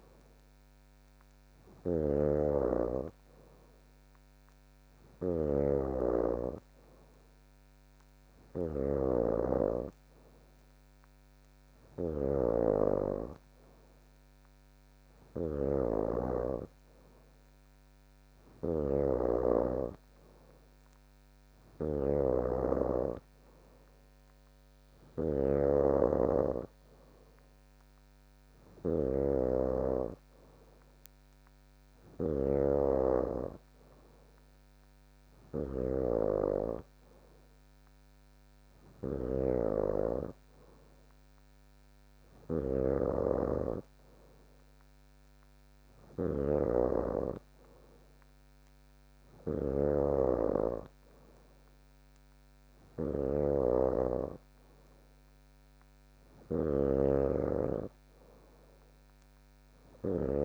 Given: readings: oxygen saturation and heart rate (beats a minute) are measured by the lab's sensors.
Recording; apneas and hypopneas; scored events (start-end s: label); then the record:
breathing in sleep by a microphone on the trachea; none
0.00-60.45 s: snoring (device-marked)
From the record:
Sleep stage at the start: N3 (deep sleep); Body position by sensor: on the back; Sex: female